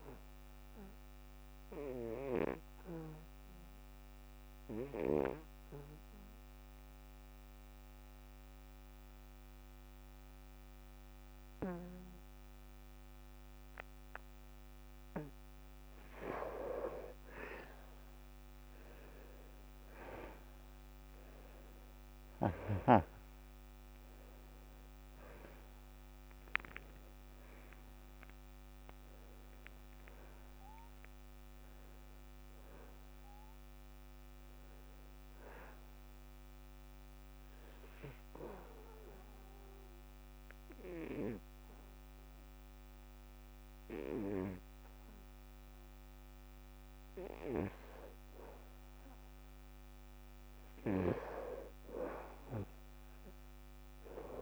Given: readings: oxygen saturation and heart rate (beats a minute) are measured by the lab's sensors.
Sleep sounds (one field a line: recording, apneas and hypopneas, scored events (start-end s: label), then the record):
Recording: breathing in sleep by a microphone on the trachea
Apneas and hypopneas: 2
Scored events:
0.00-15.00 s: oxygen desaturation (device-marked, oxygen 96% before, 85% lowest, heart rate 76 before, 71 extreme)
1.00-16.00 s: obstructive apnea (oxygen 96% before, 81% lowest, heart rate 76 before, 71 extreme, up 7 after)
21.00-26.50 s: arousal
22.00-48.00 s: oxygen desaturation (device-marked, oxygen 96% before, 81% lowest, heart rate 75 before, 71 extreme)
37.00-50.00 s: obstructive apnea (oxygen 96% before, 81% lowest, heart rate 79 before, 71 extreme, up 0 after)
50.50-54.42 s: arousal
From the record:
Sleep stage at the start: N2 (light sleep)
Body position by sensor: on the back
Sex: male